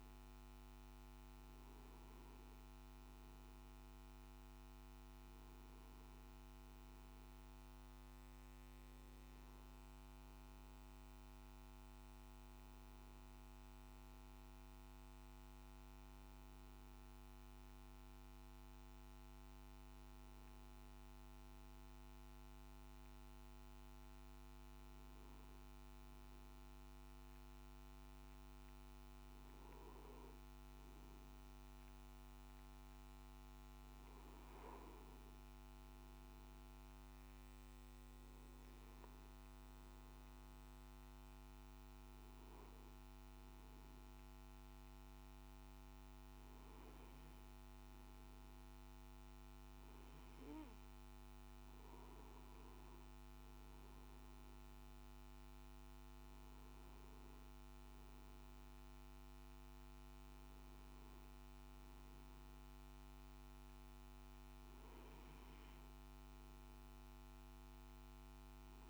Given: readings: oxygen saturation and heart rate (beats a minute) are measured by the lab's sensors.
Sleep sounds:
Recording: breathing in sleep, hard to hear, by a microphone on the trachea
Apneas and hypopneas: none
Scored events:
none scored
From the record:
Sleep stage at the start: N2 (light sleep)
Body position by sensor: on the back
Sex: male

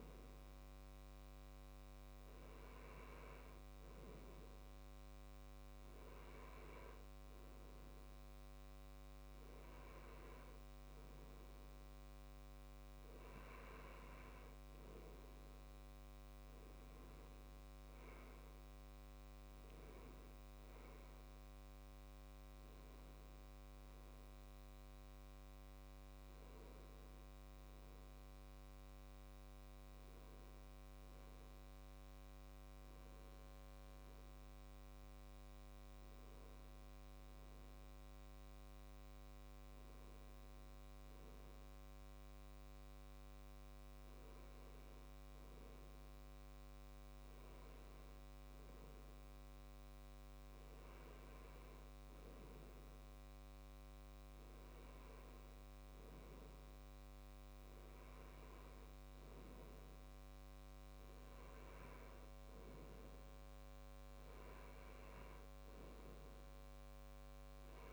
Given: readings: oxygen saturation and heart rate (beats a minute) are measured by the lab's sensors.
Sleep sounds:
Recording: breathing in sleep, hard to hear, by a microphone on the trachea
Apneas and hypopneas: none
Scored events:
none scored
From the record:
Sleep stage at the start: N2 (light sleep)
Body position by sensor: on the left side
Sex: male

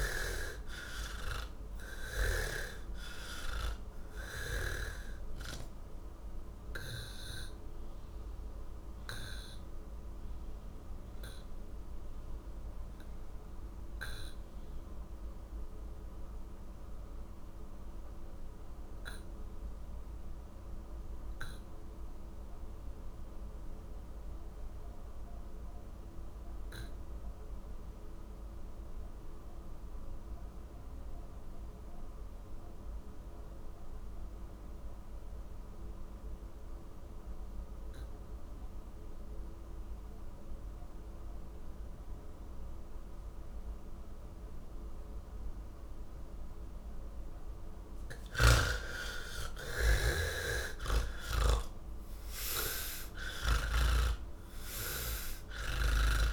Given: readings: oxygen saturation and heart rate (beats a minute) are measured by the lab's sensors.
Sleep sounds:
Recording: breathing in sleep by a room microphone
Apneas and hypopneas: 1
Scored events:
0.00-24.00 s: oxygen desaturation (device-marked, oxygen 62% lowest, heart rate 89 extreme)
4.00-46.00 s: obstructive apnea (oxygen 81% before, 62% lowest, heart rate 143 before, 96 extreme, up 23 after)
26.00-56.32 s: oxygen desaturation (device-marked, oxygen 97% before, 64% lowest, heart rate 144 before, 70 extreme)
48.00-51.50 s: snoring (device-marked)
From the record:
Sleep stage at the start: N2 (light sleep)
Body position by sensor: on the back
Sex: male

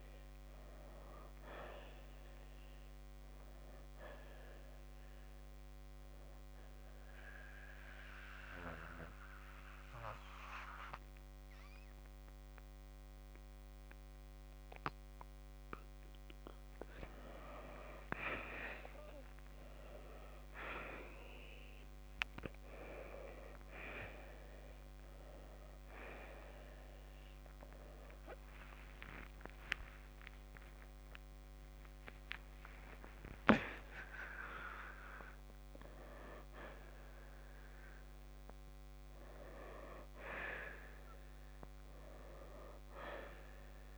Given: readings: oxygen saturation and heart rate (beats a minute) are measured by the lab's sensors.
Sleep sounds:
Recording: breathing in sleep by a microphone on the trachea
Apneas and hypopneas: 1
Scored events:
6.50-16.50 s: mixed apnea (oxygen 93% before, 86% lowest, heart rate 64 before, 56 extreme, up 9 after)
7.00-22.00 s: oxygen desaturation (device-marked, oxygen 93% before, 86% lowest, heart rate 64 before, 56 extreme)
28.50-34.00 s: arousal
35.00-43.98 s: oxygen desaturation (device-marked, oxygen 94% before, 86% lowest, heart rate 91 before, 57 extreme)
From the record:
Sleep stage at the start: N2 (light sleep)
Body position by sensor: on the right side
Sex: male

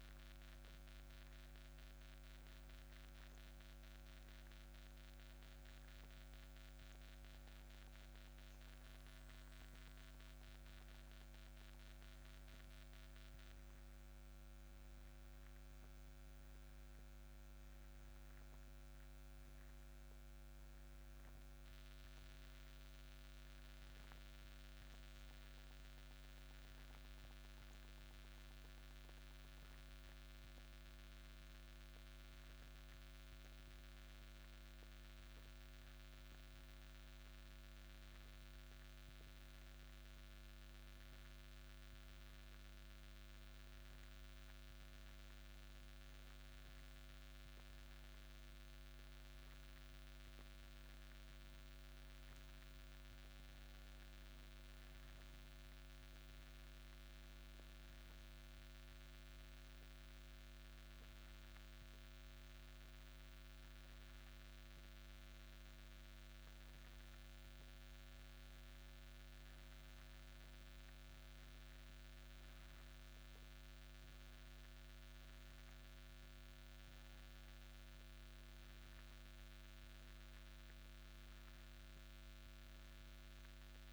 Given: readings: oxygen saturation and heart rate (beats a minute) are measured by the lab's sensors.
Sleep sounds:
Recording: breathing in sleep, hard to hear, by a microphone on the trachea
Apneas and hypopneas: none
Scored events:
36.00-83.93 s: new sleep stage, N2 (light sleep)
From the record:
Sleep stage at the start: N1 (lightest sleep)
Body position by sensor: on the back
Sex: male

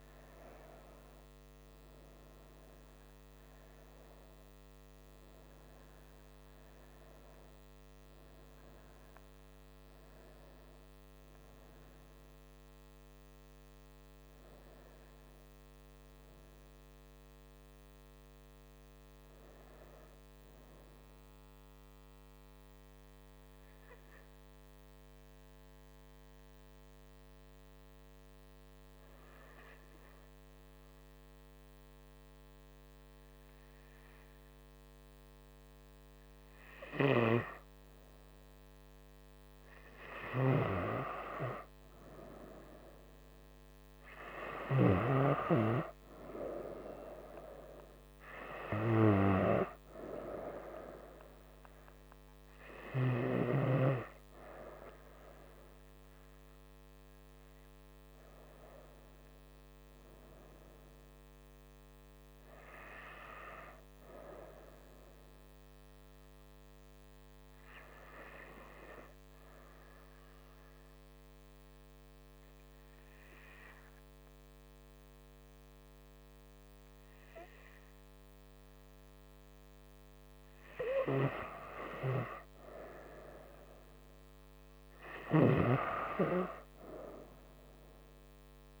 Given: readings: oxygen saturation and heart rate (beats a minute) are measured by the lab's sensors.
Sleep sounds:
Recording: breathing in sleep by a microphone on the trachea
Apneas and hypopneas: 2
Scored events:
21.50-39.00 s: hypopnea (oxygen 97% before, 94% lowest, heart rate 76 before, 66 extreme, up 5 after)
41.50-45.50 s: arousal
45.00-70.00 s: oxygen desaturation (device-marked, oxygen 98% before, 94% lowest, heart rate 67 before, 66 extreme)
64.50-80.50 s: hypopnea (oxygen 98% before, 94% lowest, heart rate 69 before, 66 extreme, up 4 after)
82.50-86.00 s: arousal
From the record:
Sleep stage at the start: N2 (light sleep)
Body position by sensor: on the front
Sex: female

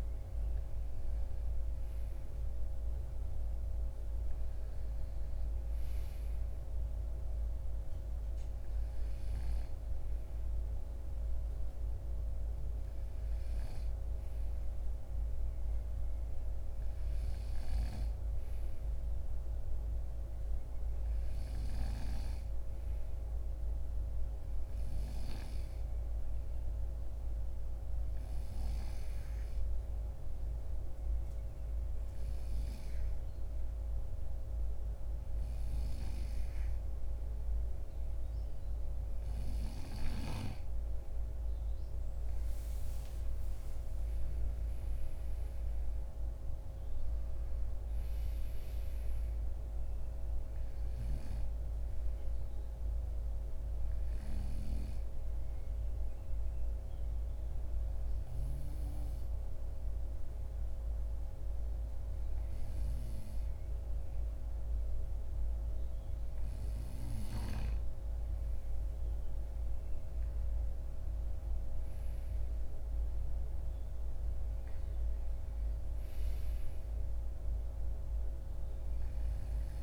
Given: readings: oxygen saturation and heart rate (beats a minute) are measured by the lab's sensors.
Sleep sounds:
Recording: breathing in sleep, hard to hear, by a room microphone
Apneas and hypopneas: 2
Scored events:
25.50-38.50 s: hypopnea (oxygen 94% before, 90% lowest, heart rate 57 before, 52 extreme, up 6 after)
41.50-45.50 s: arousal
54.50-65.50 s: obstructive apnea (oxygen 93% before, 90% lowest, heart rate 61 before, 52 extreme, up 6 after)
68.00-72.50 s: arousal
From the record:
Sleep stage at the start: N2 (light sleep)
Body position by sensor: on the right side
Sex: male

